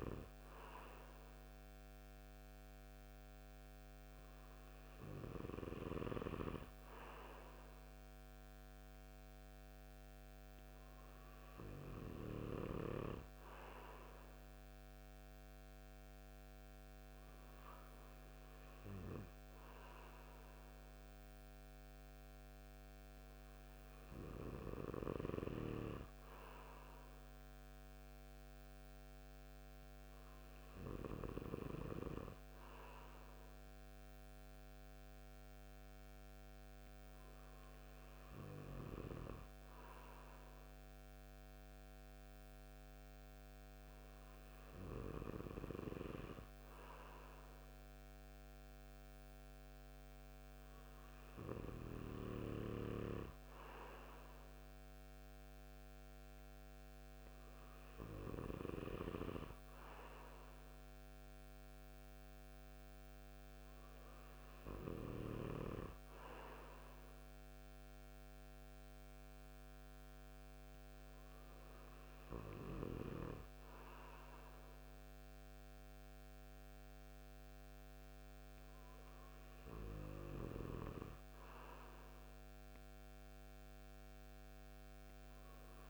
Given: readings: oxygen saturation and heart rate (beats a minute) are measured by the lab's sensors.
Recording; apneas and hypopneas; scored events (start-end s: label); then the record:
breathing in sleep by a microphone on the trachea; none
none scored
From the record:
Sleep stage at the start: N2 (light sleep); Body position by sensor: on the right side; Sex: male